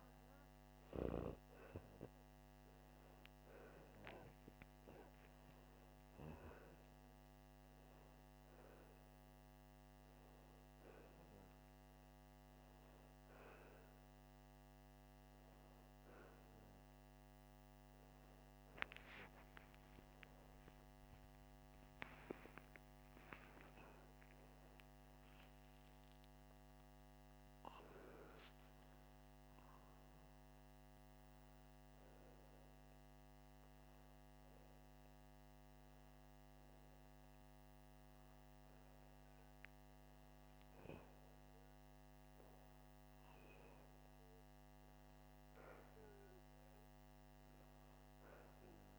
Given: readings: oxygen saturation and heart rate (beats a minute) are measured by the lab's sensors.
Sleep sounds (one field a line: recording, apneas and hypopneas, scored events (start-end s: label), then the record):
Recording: breathing in sleep by a microphone on the trachea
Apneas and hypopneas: none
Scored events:
7.00-21.00 s: oxygen desaturation (device-marked, oxygen 95% before, 92% lowest, heart rate 82 before, 81 extreme)
21.00-27.50 s: arousal
From the record:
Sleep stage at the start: N2 (light sleep)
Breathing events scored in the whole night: 122 in 5.9 hours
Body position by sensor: upright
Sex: male